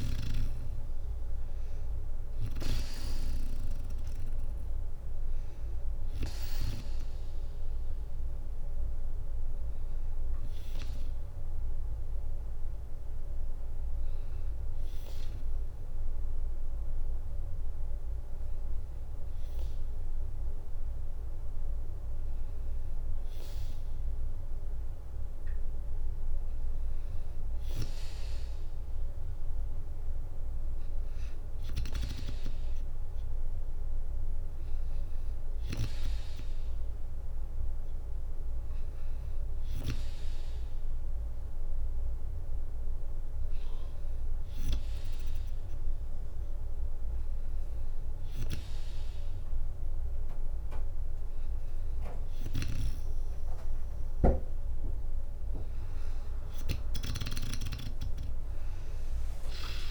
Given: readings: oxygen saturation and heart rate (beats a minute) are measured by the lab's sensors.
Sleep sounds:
breathing in sleep by a room microphone; 2
0.00-12.00 s: drop in pulse transit time (device-marked, heart rate 60 before, 61 extreme)
12.50-22.50 s: hypopnea (oxygen 97% before, 94% lowest, heart rate 63 before, 60 extreme, up 2 after)
23.00-26.00 s: arousal
27.00-43.00 s: oxygen desaturation (device-marked, oxygen 97% before, 94% lowest, heart rate 61 before, 61 extreme)
41.00-51.00 s: hypopnea (oxygen 97% before, 93% lowest, heart rate 61 before, 59 extreme, up 2 after)
56.00-59.91 s: arousal
58.00-59.91 s: drop in pulse transit time (device-marked, heart rate 63 before, 61 extreme)
From the record:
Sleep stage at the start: N2 (light sleep); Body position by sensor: on the back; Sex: female

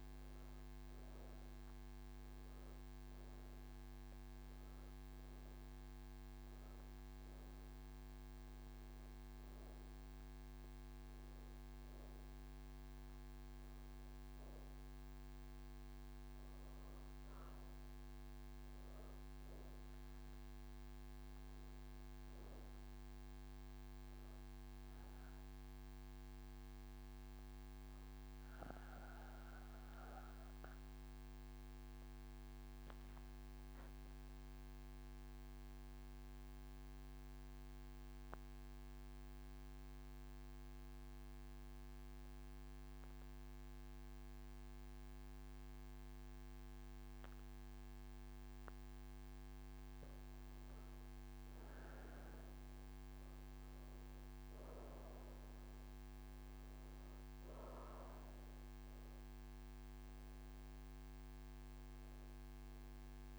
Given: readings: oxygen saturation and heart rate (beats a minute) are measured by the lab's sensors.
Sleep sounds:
breathing in sleep, hard to hear, by a microphone on the trachea; none
0.00-26.50 s: oxygen desaturation (device-marked, oxygen 90% lowest)
57.50-63.39 s: oxygen desaturation (device-marked, oxygen 98% before, 91% lowest)
From the record:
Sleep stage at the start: N3 (deep sleep); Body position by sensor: on the right side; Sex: female

